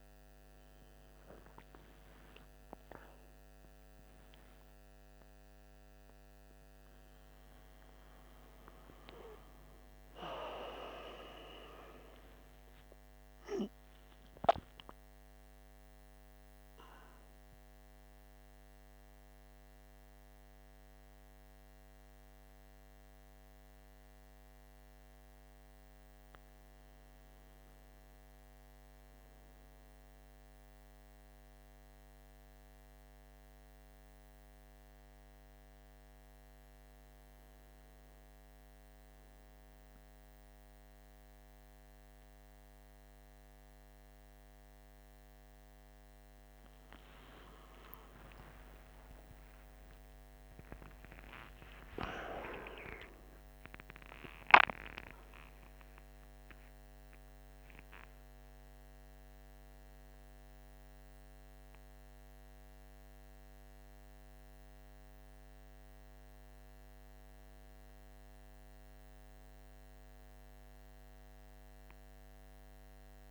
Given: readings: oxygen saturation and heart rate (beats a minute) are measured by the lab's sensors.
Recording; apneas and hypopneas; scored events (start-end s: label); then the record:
a person awake in a sleep study, by a microphone on the trachea; none
none scored
From the record:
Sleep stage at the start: awake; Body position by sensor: on the right side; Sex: male